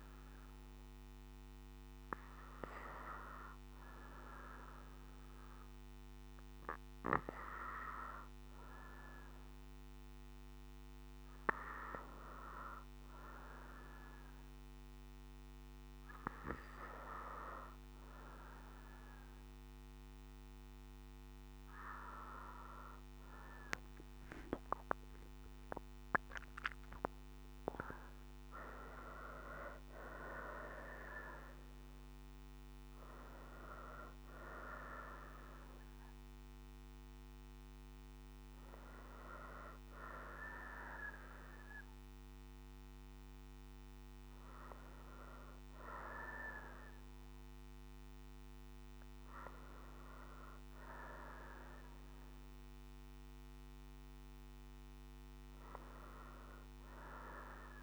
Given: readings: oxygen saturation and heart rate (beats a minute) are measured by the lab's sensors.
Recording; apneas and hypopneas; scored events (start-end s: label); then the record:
breathing in sleep by a microphone on the trachea; none
9.00-25.00 s: oxygen desaturation (device-marked, oxygen 94% before, 90% lowest, heart rate 62 before, 61 extreme)
23.50-29.00 s: arousal
From the record:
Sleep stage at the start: N2 (light sleep); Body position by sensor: on the right side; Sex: female